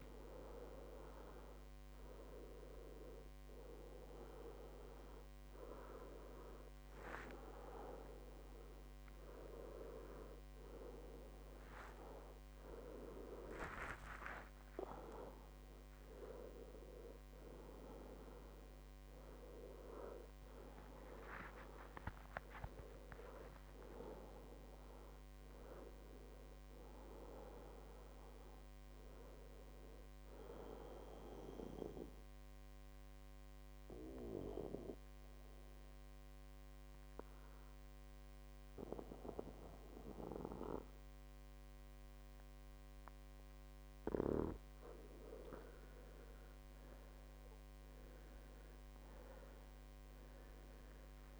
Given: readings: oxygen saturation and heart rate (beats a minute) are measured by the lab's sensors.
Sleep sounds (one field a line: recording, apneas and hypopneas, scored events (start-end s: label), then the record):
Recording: a person partly awake in a sleep study, by a microphone on the trachea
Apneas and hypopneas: 1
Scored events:
3.00-33.00 s: new sleep stage, N1 (lightest sleep)
31.50-44.00 s: obstructive apnea (oxygen 98% before, 93% lowest, heart rate 72 before, 60 extreme, up 10 after)
33.00-51.40 s: new sleep stage, N2 (light sleep)
46.00-49.50 s: arousal
50.00-51.40 s: oxygen desaturation (device-marked, oxygen 97% before, 94% lowest, heart rate 64 before, 59 extreme)
From the record:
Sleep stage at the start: awake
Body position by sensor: on the back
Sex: male